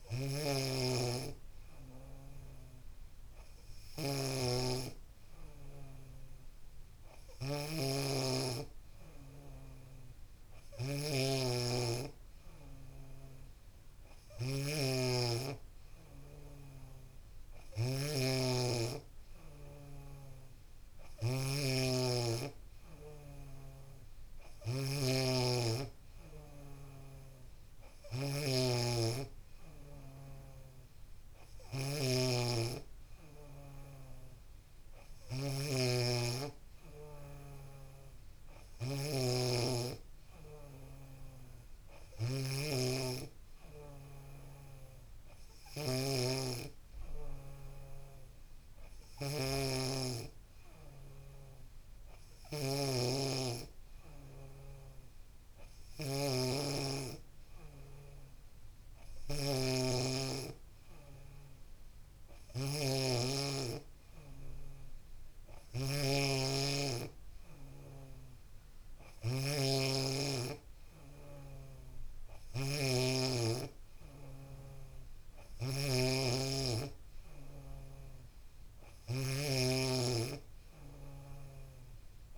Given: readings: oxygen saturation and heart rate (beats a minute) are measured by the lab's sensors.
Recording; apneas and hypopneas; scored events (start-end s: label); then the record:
a person awake in a sleep study, by a room microphone; none
0.00-1.00 s: snoring (device-marked)
30.00-32.00 s: long interval between heartbeats (device-marked, heart rate 73 before, 80 extreme)
34.00-36.00 s: long interval between heartbeats (device-marked, heart rate 75 before, 89 extreme)
35.50-39.50 s: snoring (device-marked)
36.50-38.50 s: long interval between heartbeats (device-marked, heart rate 76 before, 89 extreme)
69.50-71.50 s: long interval between heartbeats (device-marked, heart rate 72 before, 82 extreme)
72.00-74.00 s: long interval between heartbeats (device-marked, heart rate 74 before, 89 extreme)
72.50-82.38 s: snoring (device-marked)
From the record:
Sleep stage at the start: awake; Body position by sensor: on the back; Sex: female